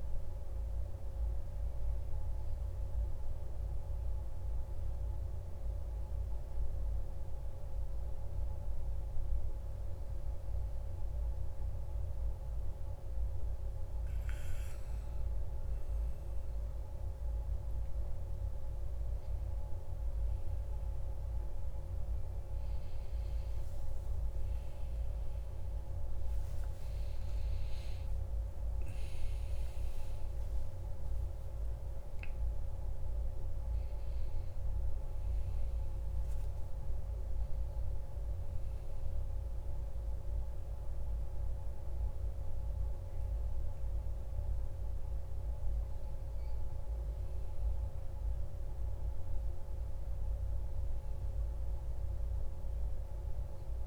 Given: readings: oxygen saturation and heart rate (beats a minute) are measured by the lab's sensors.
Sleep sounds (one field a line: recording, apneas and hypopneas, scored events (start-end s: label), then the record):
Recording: breathing in sleep, hard to hear, by a room microphone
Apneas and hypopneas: none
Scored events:
17.00-53.87 s: new sleep stage, N1 (lightest sleep)
28.50-33.00 s: arousal
From the record:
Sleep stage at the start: N2 (light sleep)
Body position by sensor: on the back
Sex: male